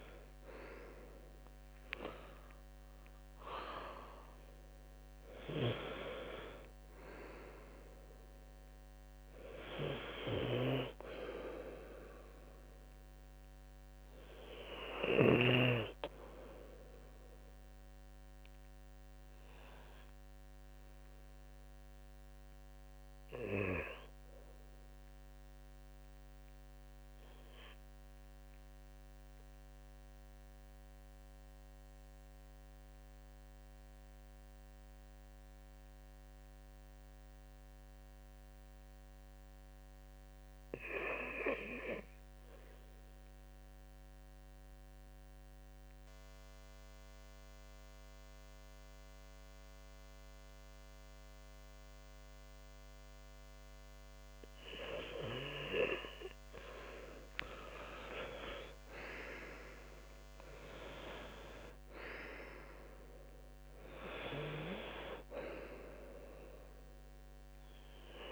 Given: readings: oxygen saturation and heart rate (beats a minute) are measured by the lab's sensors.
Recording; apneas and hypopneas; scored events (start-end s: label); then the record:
breathing in sleep by a microphone on the trachea; 1
0.00-4.00 s: arousal
0.00-20.50 s: oxygen desaturation (device-marked, oxygen 88% lowest, heart rate 61 extreme)
19.50-54.00 s: obstructive apnea (oxygen 93% before, 86% lowest, heart rate 73 before, 64 extreme, up 12 after)
48.50-68.32 s: oxygen desaturation (device-marked, oxygen 97% before, 86% lowest, heart rate 68 before, 68 extreme)
57.50-61.50 s: arousal
From the record:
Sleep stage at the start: REM sleep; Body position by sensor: on the left side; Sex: male